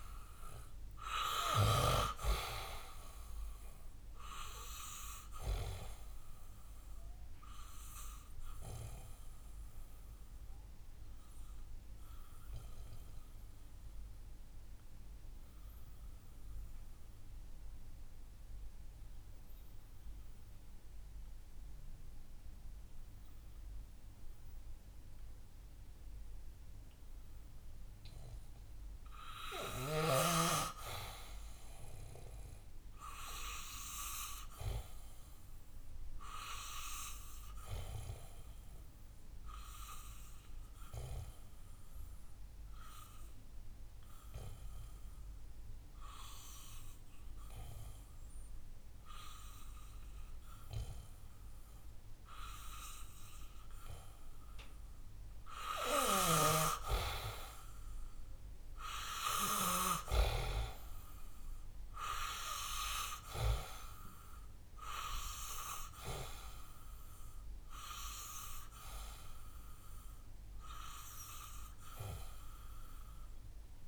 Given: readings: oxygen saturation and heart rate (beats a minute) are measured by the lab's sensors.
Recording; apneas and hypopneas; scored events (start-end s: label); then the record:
breathing in sleep by a room microphone; 2
0.00-23.00 s: oxygen desaturation (device-marked, oxygen 88% lowest, heart rate 58 extreme)
7.00-27.50 s: obstructive apnea (oxygen 99% before, 88% lowest, heart rate 65 before, 58 extreme, up 7 after)
29.00-31.50 s: arousal
33.00-54.00 s: oxygen desaturation (device-marked, oxygen 98% before, 91% lowest, heart rate 60 before, 61 extreme)
38.00-55.00 s: obstructive apnea (oxygen 98% before, 90% lowest, heart rate 62 before, 61 extreme, up 4 after)
56.00-60.00 s: snoring (device-marked)
57.50-60.00 s: arousal
From the record:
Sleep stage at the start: N2 (light sleep); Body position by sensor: on the back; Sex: male